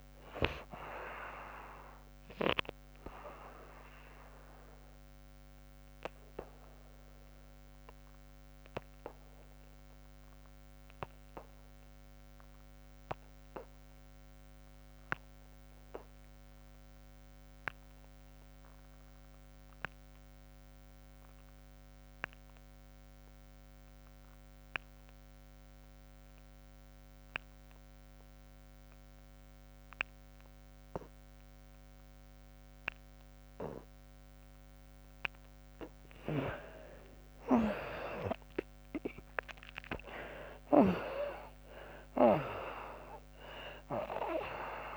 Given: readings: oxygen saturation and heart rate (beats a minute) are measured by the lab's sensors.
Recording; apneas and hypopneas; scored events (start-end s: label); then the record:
breathing in sleep by a microphone on the trachea; 1
0.00-13.50 s: oxygen desaturation (device-marked, oxygen 65% lowest, heart rate 66 extreme)
4.00-34.50 s: obstructive apnea (oxygen 94% before, 58% lowest, heart rate 88 before, 66 extreme, up 51 after)
15.50-44.97 s: oxygen desaturation (device-marked, oxygen 96% before, 58% lowest, heart rate 95 before, 66 extreme)
37.50-42.00 s: arousal
From the record:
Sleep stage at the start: N2 (light sleep); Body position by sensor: on the back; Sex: female